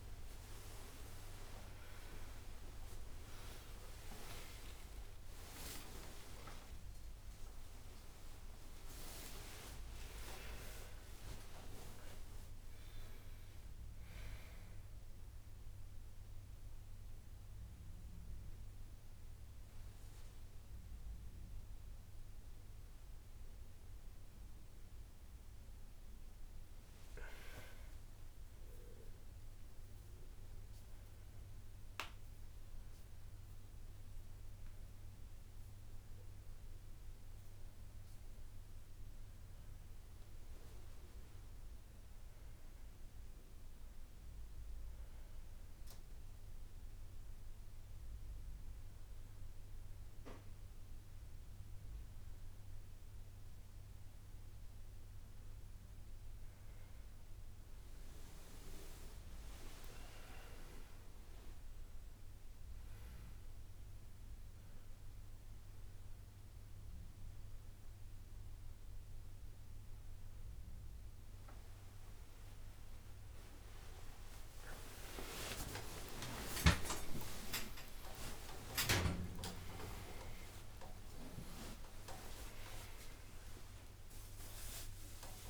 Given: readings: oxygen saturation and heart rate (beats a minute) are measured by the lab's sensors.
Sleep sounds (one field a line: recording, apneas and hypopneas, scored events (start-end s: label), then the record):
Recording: a person awake in a sleep study, by a room microphone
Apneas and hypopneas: none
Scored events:
0.00-6.50 s: oxygen desaturation (device-marked, oxygen 94% lowest, heart rate 67 extreme)
1.50-10.50 s: tachycardia (device-marked, heart rate 70 before, 160 extreme)
3.50-5.50 s: long interval between heartbeats (device-marked, heart rate 119 before, 98 extreme)
7.00-9.00 s: long interval between heartbeats (device-marked, heart rate 125 before, 147 extreme)
10.50-12.50 s: long interval between heartbeats (device-marked, heart rate 130 before, 126 extreme)
17.50-28.50 s: drop in pulse transit time (device-marked, heart rate 109 before, 67 extreme)
72.50-85.49 s: tachycardia (device-marked, heart rate 72 before, 161 extreme)
73.50-75.50 s: long interval between heartbeats (device-marked, heart rate 70 before, 76 extreme)
76.00-78.00 s: long interval between heartbeats (device-marked, heart rate 71 before, 106 extreme)
78.00-80.00 s: long interval between heartbeats (device-marked, heart rate 76 before, 148 extreme)
82.00-84.00 s: long interval between heartbeats (device-marked, heart rate 94 before, 140 extreme)
From the record:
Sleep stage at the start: awake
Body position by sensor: on the back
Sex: male